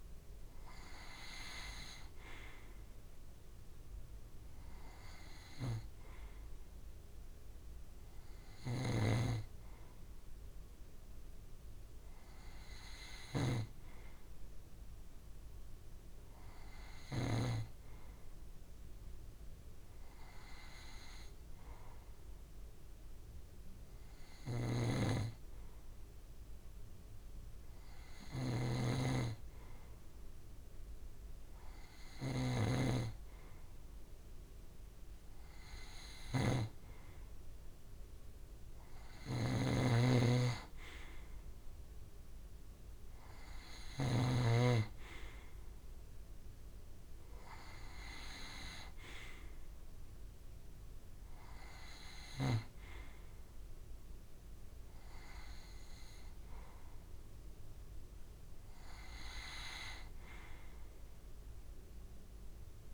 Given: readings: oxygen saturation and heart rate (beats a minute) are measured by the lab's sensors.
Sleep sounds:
breathing in sleep by a room microphone; 1
8.50-17.00 s: snoring (device-marked)
12.00-29.00 s: hypopnea (oxygen 94% before, 92% lowest)
24.00-44.00 s: snoring (device-marked)
30.50-33.00 s: arousal
59.00-61.50 s: arousal
From the record:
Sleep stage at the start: N2 (light sleep); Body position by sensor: on the right side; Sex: male

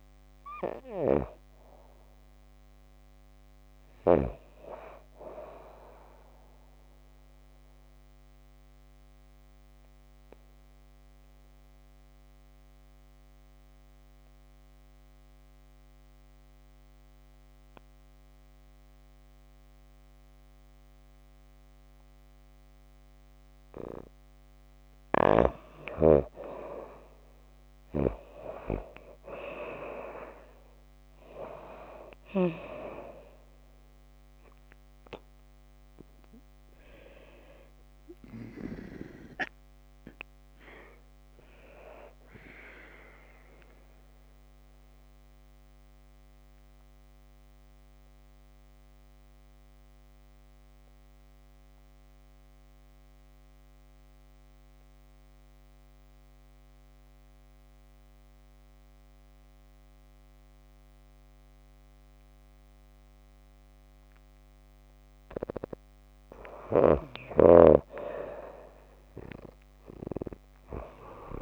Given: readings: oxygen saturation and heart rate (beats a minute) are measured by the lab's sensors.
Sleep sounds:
breathing in sleep by a microphone on the trachea; 2
7.00-23.50 s: obstructive apnea (oxygen 92% before, 90% lowest, heart rate 91 before, 52 extreme, up 39 after)
26.00-30.00 s: arousal
29.00-52.00 s: oxygen desaturation (device-marked, oxygen 93% before, 90% lowest, heart rate 65 before, 52 extreme)
43.00-64.00 s: obstructive apnea (oxygen 93% before, 89% lowest, heart rate 69 before, 52 extreme, up 7 after)
67.00-71.42 s: arousal
67.00-71.42 s: oxygen desaturation (device-marked, oxygen 94% before, 90% lowest, heart rate 56 before, 53 extreme)
From the record:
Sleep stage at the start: N2 (light sleep); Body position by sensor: on the back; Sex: female

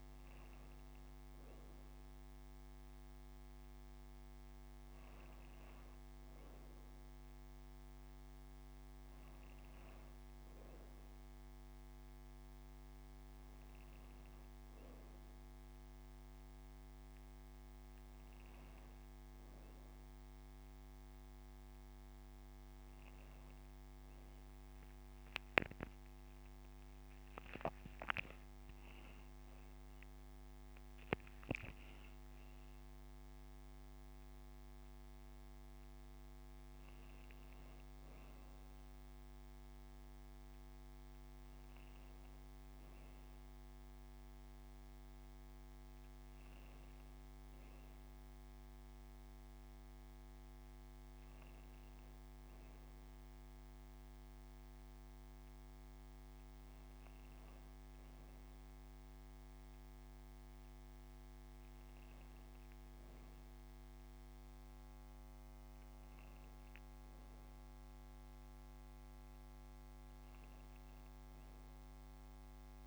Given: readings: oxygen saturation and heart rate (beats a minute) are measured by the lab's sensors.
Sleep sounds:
breathing in sleep, hard to hear, by a microphone on the trachea; none
8.00-10.00 s: long interval between heartbeats (device-marked, heart rate 83 before, 46 extreme)
10.00-12.00 s: long interval between heartbeats (device-marked, heart rate 90 before, 100 extreme)
12.50-14.50 s: long interval between heartbeats (device-marked, heart rate 93 before, 117 extreme)
17.50-19.50 s: long interval between heartbeats (device-marked, heart rate 85 before, 46 extreme)
23.50-27.50 s: arousal
24.00-26.00 s: long interval between heartbeats (device-marked, heart rate 63 before, 36 extreme)
30.50-32.50 s: long interval between heartbeats (device-marked, heart rate 61 before, 38 extreme)
32.50-34.50 s: long interval between heartbeats (device-marked, heart rate 55 before, 64 extreme)
36.00-38.00 s: long interval between heartbeats (device-marked, heart rate 48 before, 151 extreme)
56.00-58.00 s: long interval between heartbeats (device-marked, heart rate 75 before, 63 extreme)
63.50-65.50 s: long interval between heartbeats (device-marked, heart rate 41 before, 32 extreme)
69.50-71.50 s: long interval between heartbeats (device-marked, heart rate 38 before, 105 extreme)
From the record:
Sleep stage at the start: N2 (light sleep); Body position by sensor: on the right side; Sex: female

